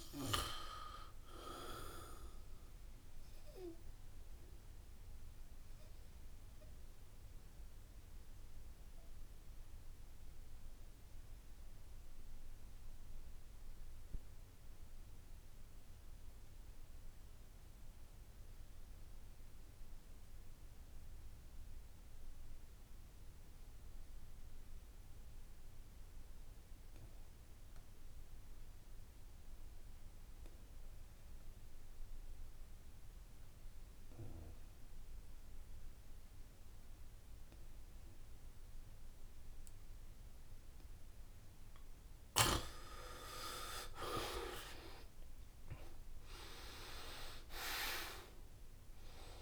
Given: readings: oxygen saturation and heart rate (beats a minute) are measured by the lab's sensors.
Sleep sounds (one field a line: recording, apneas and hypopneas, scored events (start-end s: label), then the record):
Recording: breathing in sleep by a room microphone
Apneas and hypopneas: 1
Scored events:
0.00-16.00 s: oxygen desaturation (device-marked, oxygen 76% lowest, heart rate 65 extreme)
5.50-41.50 s: obstructive apnea (oxygen 94% before, 74% lowest, heart rate 74 before, 65 extreme, up 19 after)
25.00-49.42 s: oxygen desaturation (device-marked, oxygen 96% before, 74% lowest, heart rate 68 before, 66 extreme)
44.00-47.50 s: arousal
47.50-49.42 s: long interval between heartbeats (device-marked, heart rate 74 before, 89 extreme)
From the record:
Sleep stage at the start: N2 (light sleep)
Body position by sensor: on the back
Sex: male